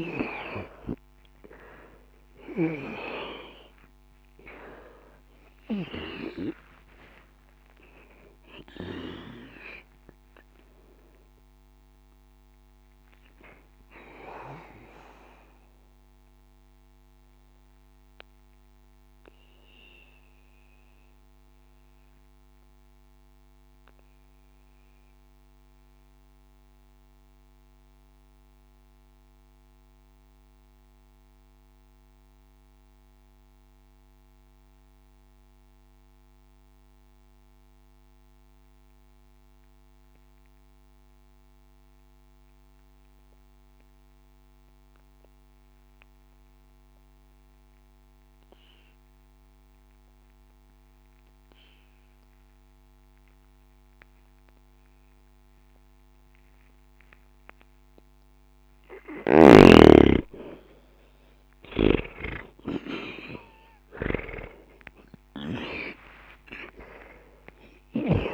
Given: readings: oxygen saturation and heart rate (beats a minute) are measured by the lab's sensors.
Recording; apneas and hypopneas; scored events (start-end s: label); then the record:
breathing in sleep by a microphone on the trachea; 1
0.00-7.50 s: oxygen desaturation (device-marked, oxygen 85% lowest, heart rate 60 extreme)
8.00-11.50 s: arousal
13.50-33.50 s: oxygen desaturation (device-marked, oxygen 88% before, 78% lowest, heart rate 144 before, 60 extreme)
16.00-58.00 s: mixed apnea (oxygen 92% before, 78% lowest, heart rate 130 before, 60 extreme, up 10 after)
50.50-68.34 s: oxygen desaturation (device-marked, oxygen 99% before, 78% lowest, heart rate 60 before, 59 extreme)
63.50-67.50 s: arousal
From the record:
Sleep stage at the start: N2 (light sleep); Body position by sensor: on the back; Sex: male